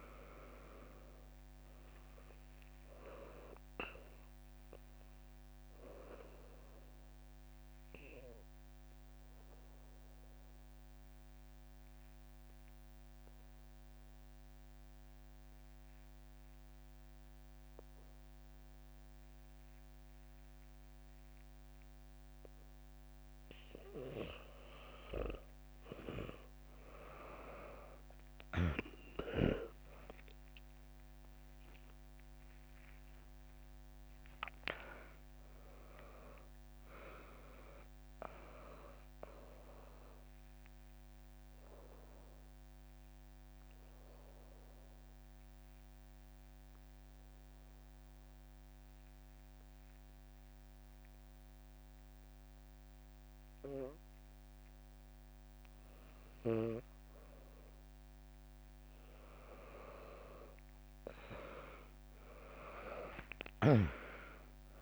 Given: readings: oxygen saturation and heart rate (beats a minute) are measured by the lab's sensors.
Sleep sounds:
breathing in sleep by a microphone on the trachea; 2
0.00-6.50 s: drop in pulse transit time (device-marked, heart rate 63 extreme)
5.00-23.50 s: obstructive apnea (oxygen 99% before, 95% lowest, heart rate 65 before, 61 extreme, up 1 after)
26.50-30.00 s: arousal
28.50-41.50 s: drop in pulse transit time (device-marked, heart rate 65 before, 62 extreme)
32.50-54.50 s: oxygen desaturation (device-marked, oxygen 99% before, 95% lowest, heart rate 64 before, 59 extreme)
39.50-54.50 s: obstructive apnea (oxygen 99% before, 95% lowest, heart rate 67 before, 59 extreme, up 2 after)
56.50-60.50 s: bradycardia (device-marked, heart rate 66 before, 59 extreme)
62.50-64.82 s: arousal
62.50-64.82 s: drop in pulse transit time (device-marked, heart rate 63 before, 59 extreme)
From the record:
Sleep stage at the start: N2 (light sleep); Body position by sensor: on the back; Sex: female

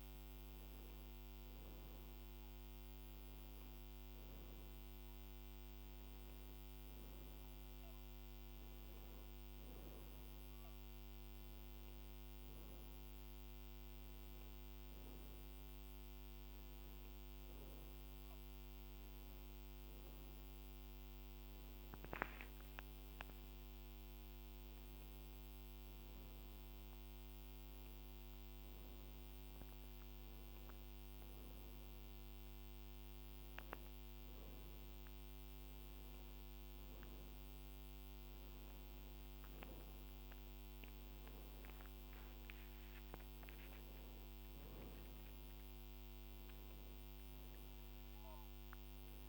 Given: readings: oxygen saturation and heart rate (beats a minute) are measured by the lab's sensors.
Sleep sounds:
a person awake in a sleep study, hard to hear, by a microphone on the trachea; none
none scored
From the record:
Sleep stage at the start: awake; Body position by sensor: on the back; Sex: female

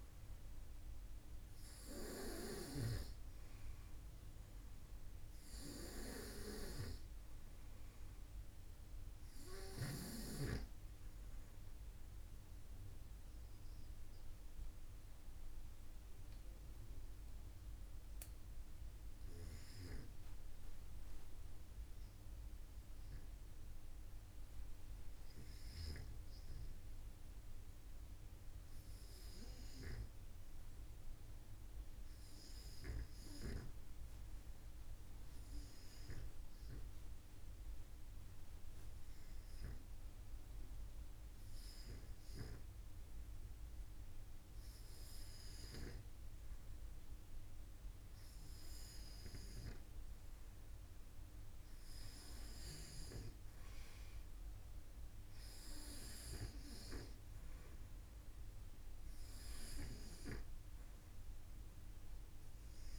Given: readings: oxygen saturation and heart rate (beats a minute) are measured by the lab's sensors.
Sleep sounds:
breathing in sleep by a room microphone; 1
0.00-2.00 s: oxygen desaturation (device-marked, oxygen 91% lowest, heart rate 49 extreme)
3.00-7.00 s: arousal
13.00-48.00 s: hypopnea (oxygen 97% before, 90% lowest, heart rate 55 before, 48 extreme, up 1 after)
23.00-62.99 s: new sleep stage, REM sleep
38.00-62.99 s: oxygen desaturation (device-marked, oxygen 95% before, 90% lowest, heart rate 49 before, 49 extreme)
50.50-53.50 s: arousal
From the record:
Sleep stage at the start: N2 (light sleep); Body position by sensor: on the front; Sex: male

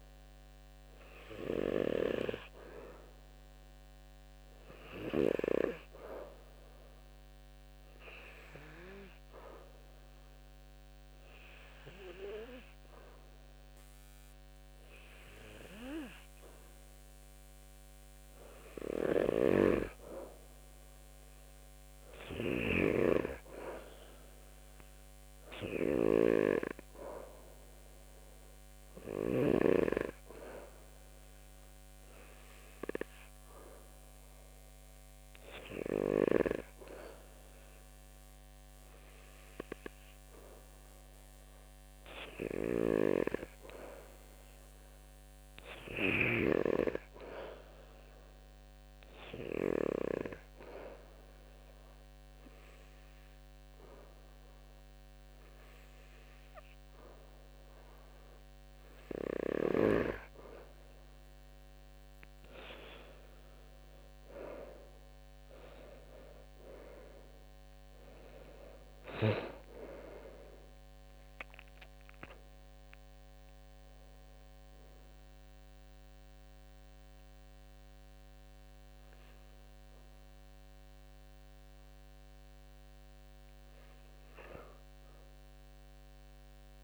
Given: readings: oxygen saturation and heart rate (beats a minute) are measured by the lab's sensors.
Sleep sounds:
breathing in sleep by a microphone on the trachea; 2
6.00-19.00 s: obstructive apnea (oxygen 96% before, 90% lowest, heart rate 71 before, 70 extreme, up 0 after)
12.00-27.00 s: oxygen desaturation (device-marked, oxygen 95% before, 90% lowest, heart rate 72 before, 70 extreme)
27.50-32.00 s: arousal
49.50-62.50 s: hypopnea (oxygen 93% before, 91% lowest, heart rate 72 before, 73 extreme, up 9 after)
68.50-72.50 s: arousal
From the record:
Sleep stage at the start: N2 (light sleep); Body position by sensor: on the back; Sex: male

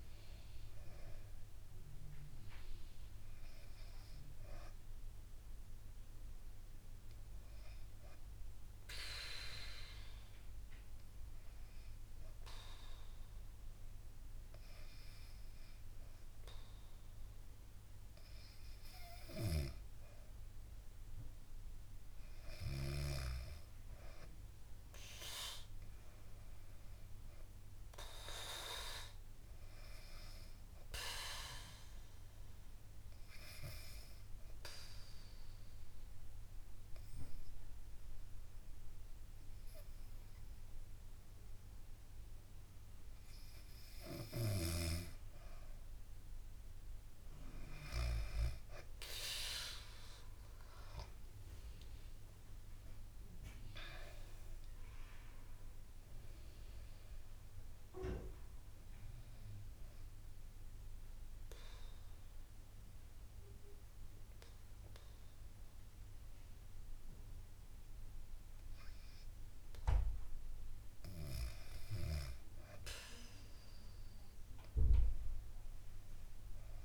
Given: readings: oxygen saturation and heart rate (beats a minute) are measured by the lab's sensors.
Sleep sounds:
breathing in sleep by a room microphone; 3
0.00-5.00 s: bradycardia (device-marked, heart rate 58 extreme)
9.50-19.50 s: obstructive apnea (oxygen 99% before, 94% lowest, heart rate 61 before, 66 extreme, up 8 after)
23.00-27.50 s: arousal
32.00-43.00 s: obstructive apnea (oxygen 99% before, 94% lowest, heart rate 67 before, 58 extreme, up 0 after)
50.00-55.00 s: arousal
54.00-73.00 s: oxygen desaturation (device-marked, oxygen 98% before, 94% lowest, heart rate 68 before, 58 extreme)
59.00-62.00 s: bradycardia (device-marked, heart rate 69 before, 62 extreme)
59.00-71.50 s: obstructive apnea (oxygen 98% before, 94% lowest, heart rate 69 before, 61 extreme, up 8 after)
74.00-76.85 s: arousal
From the record:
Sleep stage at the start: N2 (light sleep); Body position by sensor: on the back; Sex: female

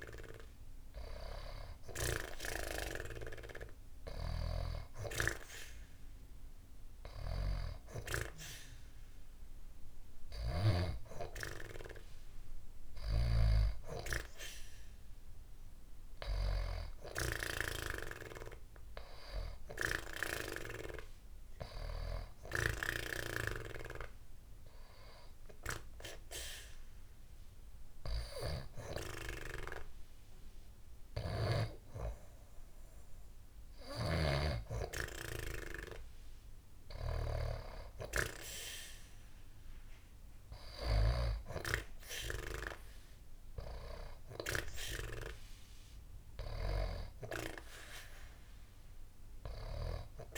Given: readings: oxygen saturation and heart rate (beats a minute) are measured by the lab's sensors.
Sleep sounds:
breathing in sleep by a room microphone; none
0.00-1.50 s: oxygen desaturation (device-marked, oxygen 89% lowest, heart rate 72 extreme)
From the record:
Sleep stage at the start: N2 (light sleep); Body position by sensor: on the back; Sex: female

